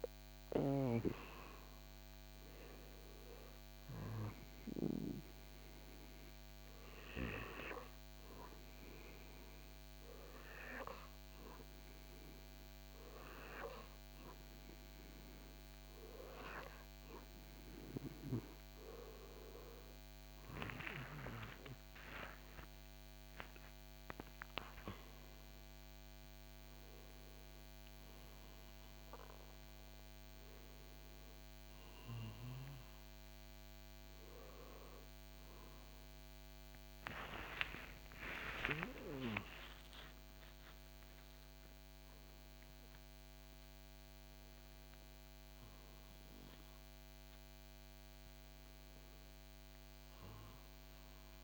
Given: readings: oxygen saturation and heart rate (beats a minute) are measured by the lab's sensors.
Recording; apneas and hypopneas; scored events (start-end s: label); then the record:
a person partly awake in a sleep study, by a microphone on the trachea; none
29.50-51.44 s: new sleep stage, awake
From the record:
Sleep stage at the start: N1 (lightest sleep); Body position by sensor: on the back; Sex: male